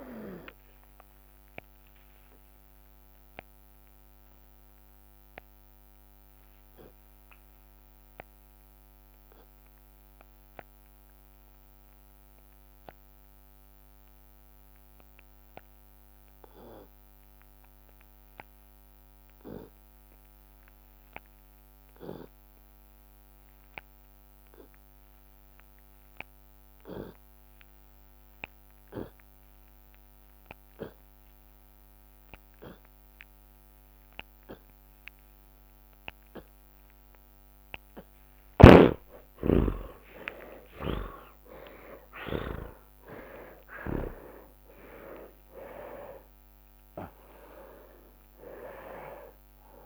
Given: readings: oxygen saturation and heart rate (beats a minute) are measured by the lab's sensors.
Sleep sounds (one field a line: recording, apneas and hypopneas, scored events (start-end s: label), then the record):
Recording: breathing in sleep by a microphone on the trachea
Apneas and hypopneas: 1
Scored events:
0.00-1.50 s: long interval between heartbeats (device-marked, heart rate 77 extreme)
0.00-4.00 s: drop in pulse transit time (device-marked, heart rate 73 extreme)
1.00-16.00 s: oxygen desaturation (device-marked, oxygen 96% before, 85% lowest, heart rate 79 before, 28 extreme)
2.00-4.00 s: long interval between heartbeats (device-marked, heart rate 77 before, 73 extreme)
3.50-37.00 s: obstructive apnea (oxygen 97% before, 66% lowest, heart rate 75 before, 33 extreme, up 55 after)
6.00-17.00 s: drop in pulse transit time (device-marked, heart rate 83 before, 28 extreme)
9.50-11.50 s: long interval between heartbeats (device-marked, heart rate 86 before, 33 extreme)
11.50-13.50 s: long interval between heartbeats (device-marked, heart rate 81 before, 40 extreme)
18.00-32.00 s: oxygen desaturation (device-marked, oxygen 90% before, 72% lowest, heart rate 56 before, 35 extreme)
24.50-26.50 s: long interval between heartbeats (device-marked, heart rate 45 before, 50 extreme)
29.00-40.00 s: drop in pulse transit time (device-marked, heart rate 45 before, 52 extreme)
31.00-33.00 s: long interval between heartbeats (device-marked, heart rate 47 before, 66 extreme)
34.50-36.50 s: long interval between heartbeats (device-marked, heart rate 51 before, 78 extreme)
36.00-41.00 s: tachycardia (device-marked, heart rate 74 before, 103 extreme)
36.50-38.50 s: long interval between heartbeats (device-marked, heart rate 54 before, 74 extreme)
39.00-45.50 s: arousal
39.50-41.50 s: long interval between heartbeats (device-marked, heart rate 60 before, 103 extreme)
48.50-49.86 s: long interval between heartbeats (device-marked, heart rate 77 before, 46 extreme)
From the record:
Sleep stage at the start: N2 (light sleep)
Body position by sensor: on the left side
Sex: male